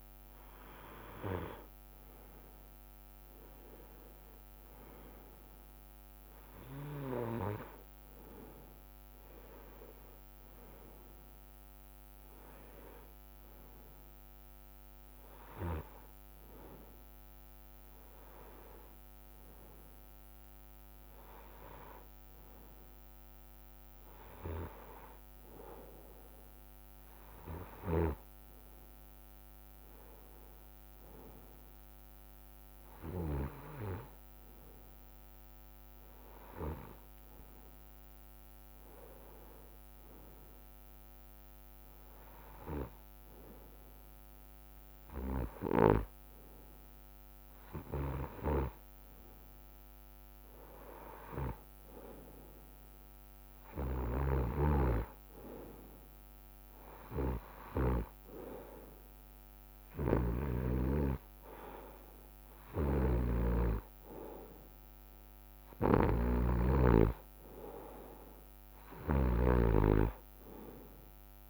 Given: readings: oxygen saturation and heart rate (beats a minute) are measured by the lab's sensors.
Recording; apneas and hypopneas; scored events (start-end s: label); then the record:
breathing in sleep by a microphone on the trachea; none
3.50-20.50 s: oxygen desaturation (device-marked, oxygen 96% before, 92% lowest, heart rate 65 before, 60 extreme)
66.00-71.49 s: snoring (device-marked)
From the record:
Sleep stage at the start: N2 (light sleep); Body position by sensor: on the right side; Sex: male